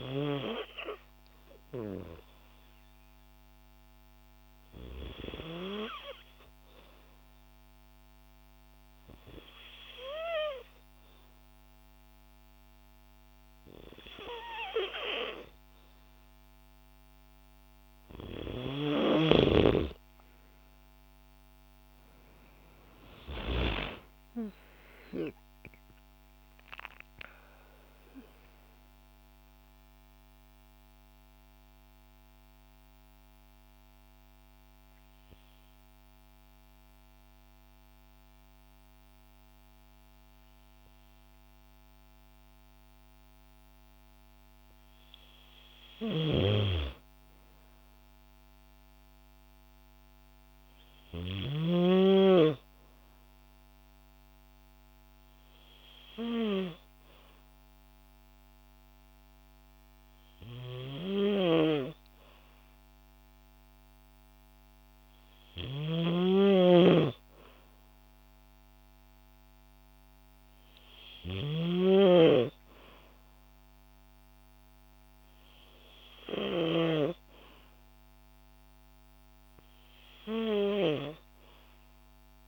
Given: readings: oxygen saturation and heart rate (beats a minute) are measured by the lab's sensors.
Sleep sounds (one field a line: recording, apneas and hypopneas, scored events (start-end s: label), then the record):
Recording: breathing in sleep by a microphone on the trachea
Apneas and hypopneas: 2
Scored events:
6.50-18.50 s: hypopnea (oxygen 96% before, 92% lowest, heart rate 57 before, 54 extreme, up 10 after)
20.00-23.50 s: arousal
29.50-44.50 s: mixed apnea (oxygen 96% before, 92% lowest, heart rate 58 before, 53 extreme, up 5 after)
48.00-51.50 s: arousal
57.00-67.00 s: oxygen desaturation (device-marked, oxygen 97% before, 92% lowest, heart rate 57 before, 53 extreme)
65.50-71.50 s: snoring (device-marked)
From the record:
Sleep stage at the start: N2 (light sleep)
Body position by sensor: on the back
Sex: female